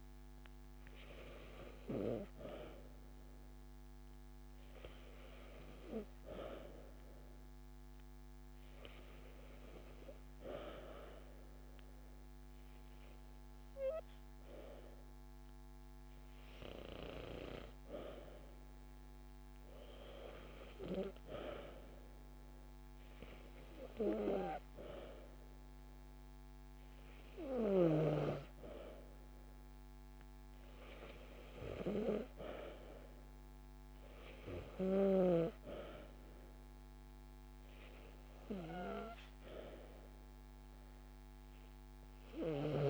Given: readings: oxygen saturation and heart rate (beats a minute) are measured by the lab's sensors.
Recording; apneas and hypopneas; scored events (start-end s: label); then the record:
breathing in sleep by a microphone on the trachea; none
15.50-17.50 s: long interval between heartbeats (device-marked)
29.50-42.90 s: bradycardia (device-marked)
38.50-42.90 s: new sleep stage, awake
39.50-41.50 s: long interval between heartbeats (device-marked)
From the record:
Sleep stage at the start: N2 (light sleep); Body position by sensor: on the back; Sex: female